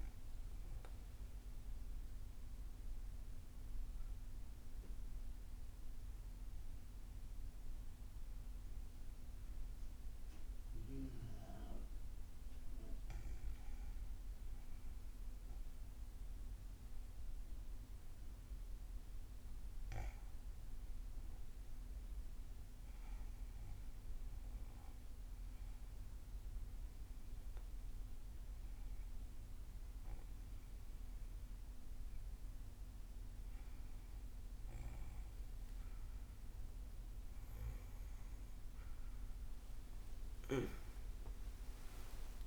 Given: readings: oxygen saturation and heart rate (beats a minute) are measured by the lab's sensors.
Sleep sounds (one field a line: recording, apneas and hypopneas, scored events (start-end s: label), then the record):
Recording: breathing in sleep, hard to hear, by a room microphone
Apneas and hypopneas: 2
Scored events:
0.50-13.00 s: obstructive apnea (oxygen 98% before, 94% lowest, heart rate 72 before, 63 extreme, up 26 after)
24.50-34.50 s: obstructive apnea (oxygen 98% before, 94% lowest, heart rate 74 before, 66 extreme, up 54 after)
36.00-42.47 s: arousal
From the record:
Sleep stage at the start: N2 (light sleep)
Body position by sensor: on the back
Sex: female